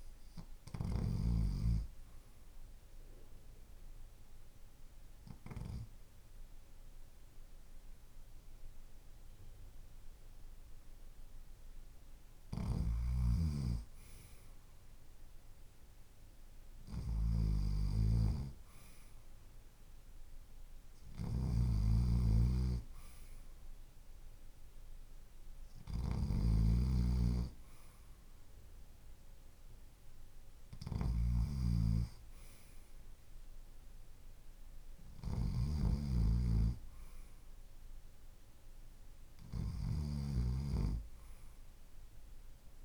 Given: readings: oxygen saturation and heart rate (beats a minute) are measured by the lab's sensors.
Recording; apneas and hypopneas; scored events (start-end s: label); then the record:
breathing in sleep by a room microphone; 1
0.00-1.00 s: snoring (device-marked)
1.50-12.50 s: obstructive apnea (oxygen 95% before, 93% lowest, heart rate 52 before, 51 extreme, up 2 after)
16.50-20.50 s: arousal
21.00-42.84 s: snoring (device-marked)
From the record:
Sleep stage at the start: REM sleep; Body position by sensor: on the left side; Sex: male